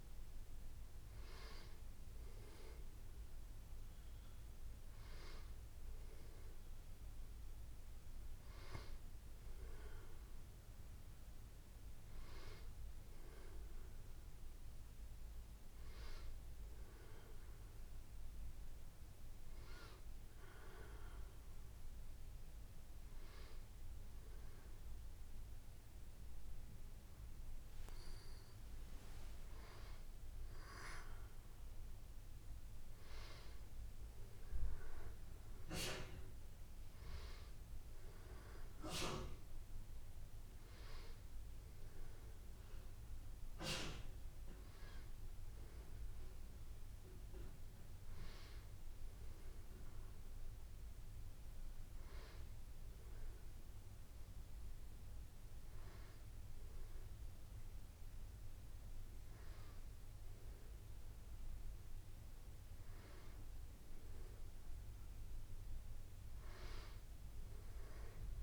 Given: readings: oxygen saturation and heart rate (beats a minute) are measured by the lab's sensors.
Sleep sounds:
breathing in sleep by a room microphone; none
none scored
From the record:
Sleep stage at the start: N2 (light sleep); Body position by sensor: on the back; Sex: female

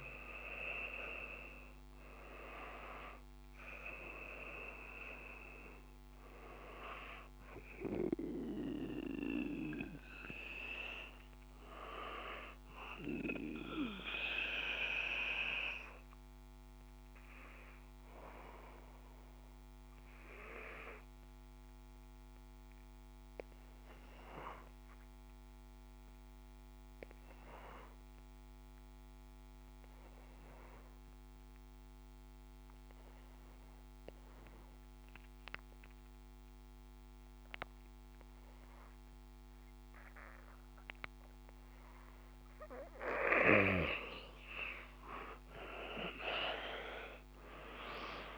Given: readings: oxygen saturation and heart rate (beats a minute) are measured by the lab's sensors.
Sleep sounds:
breathing in sleep by a microphone on the trachea; 1
0.00-23.00 s: oxygen desaturation (device-marked, oxygen 89% lowest, heart rate 54 extreme)
12.50-43.00 s: obstructive apnea (oxygen 97% before, 89% lowest, heart rate 59 before, 52 extreme, up 5 after)
45.00-48.38 s: arousal
45.00-48.38 s: oxygen desaturation (device-marked, oxygen 97% before, 89% lowest, heart rate 57 before, 52 extreme)
From the record:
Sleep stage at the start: N2 (light sleep); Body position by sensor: on the back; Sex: male

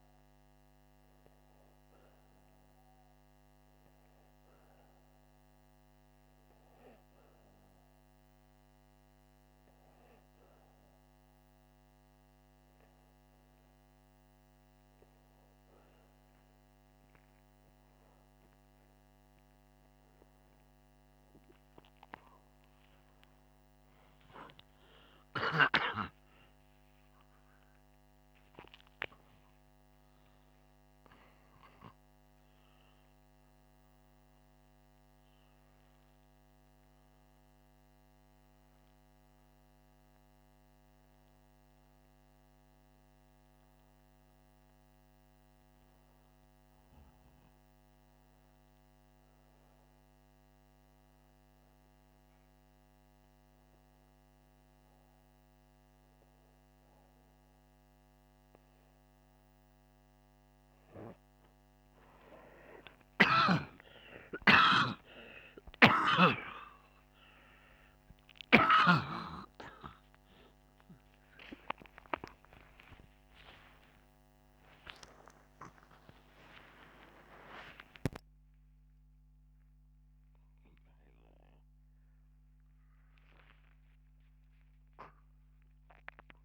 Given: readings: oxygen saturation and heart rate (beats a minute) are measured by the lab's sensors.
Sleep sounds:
a person partly awake in a sleep study, by a microphone on the trachea; 2
5.00-16.00 s: hypopnea (oxygen 96% before, 94% lowest, heart rate 84 before, 80 extreme, up 5 after)
23.00-29.00 s: arousal
52.00-62.50 s: hypopnea (oxygen 97% before, 94% lowest, heart rate 84 before, 76 extreme, up 24 after)
62.50-86.44 s: new sleep stage, awake
66.50-70.00 s: snoring (device-marked)
From the record:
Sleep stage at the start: N2 (light sleep); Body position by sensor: upright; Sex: male

